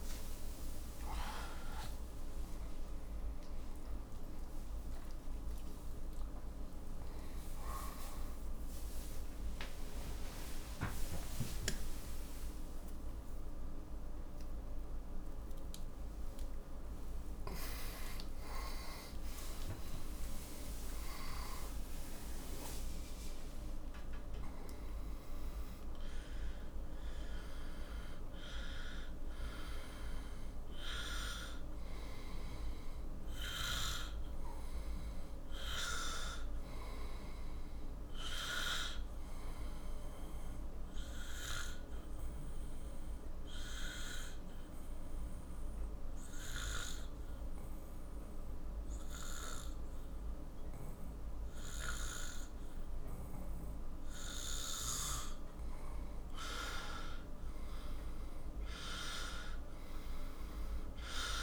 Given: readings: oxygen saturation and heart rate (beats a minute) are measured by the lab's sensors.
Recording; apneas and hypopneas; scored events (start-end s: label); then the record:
a person partly awake in a sleep study, by a room microphone; 1
21.50-61.42 s: new sleep stage, N2 (light sleep)
41.50-55.00 s: obstructive apnea (oxygen 98% before, 92% lowest, heart rate 62 before, 47 extreme, up 11 after)
58.00-61.42 s: arousal
58.50-61.42 s: oxygen desaturation (device-marked, oxygen 97% before, 92% lowest, heart rate 50 before, 46 extreme)
From the record:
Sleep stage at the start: awake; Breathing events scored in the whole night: 309 in 4.6 hours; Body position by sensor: on the back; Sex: male